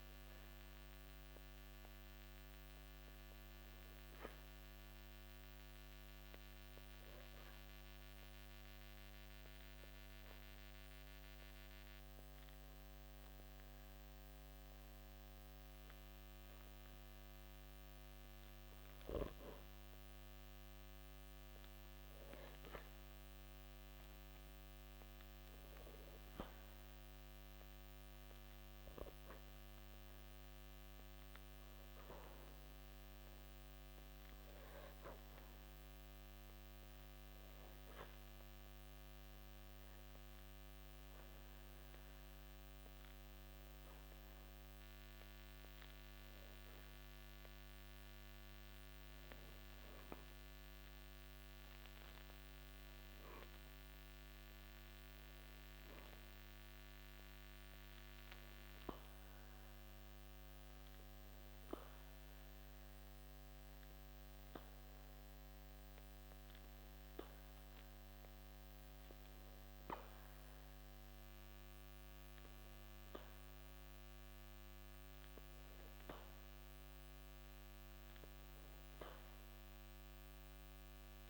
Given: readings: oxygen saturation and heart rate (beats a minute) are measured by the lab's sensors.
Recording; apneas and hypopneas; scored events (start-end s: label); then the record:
breathing in sleep, hard to hear, by a microphone on the trachea; 3
8.00-19.00 s: obstructive apnea (oxygen 93% before, 89% lowest, heart rate 55 before, 55 extreme, up 1 after)
21.00-24.50 s: arousal
29.50-45.50 s: oxygen desaturation (device-marked, oxygen 93% before, 89% lowest, heart rate 55 before, 54 extreme)
38.00-48.00 s: obstructive apnea (oxygen 93% before, 89% lowest, heart rate 55 before, 54 extreme, up 28 after)
50.50-58.00 s: arousal
61.00-72.00 s: hypopnea (oxygen 94% before, 93% lowest, heart rate 64 before, 55 extreme, up 1 after)
73.50-77.50 s: arousal
From the record:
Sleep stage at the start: N2 (light sleep); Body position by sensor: on the back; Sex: male